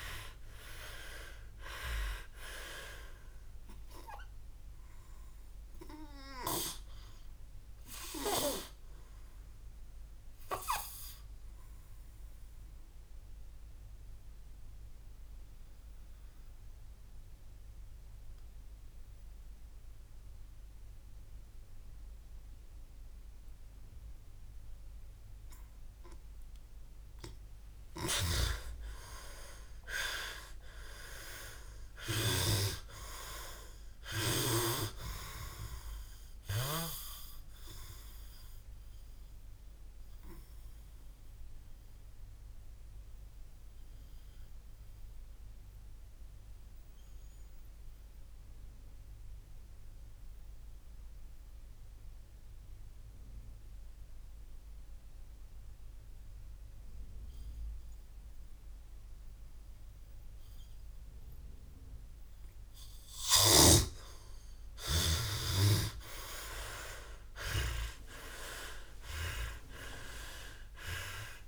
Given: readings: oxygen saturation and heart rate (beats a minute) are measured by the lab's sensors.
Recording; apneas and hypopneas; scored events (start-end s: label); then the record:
breathing in sleep by a room microphone; 2
8.50-14.50 s: oxygen desaturation (device-marked, oxygen 94% before, 89% lowest, heart rate 67 before, 59 extreme)
13.50-26.00 s: obstructive apnea (oxygen 97% before, 89% lowest, heart rate 70 before, 57 extreme, up 13 after)
28.50-32.00 s: arousal
42.50-62.00 s: obstructive apnea (oxygen 95% before, 87% lowest, heart rate 64 before, 56 extreme, up 32 after)
64.50-69.00 s: arousal
68.50-71.48 s: oxygen desaturation (device-marked, oxygen 97% before, 93% lowest, heart rate 62 before, 56 extreme)
From the record:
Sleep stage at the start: N2 (light sleep); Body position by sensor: on the back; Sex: male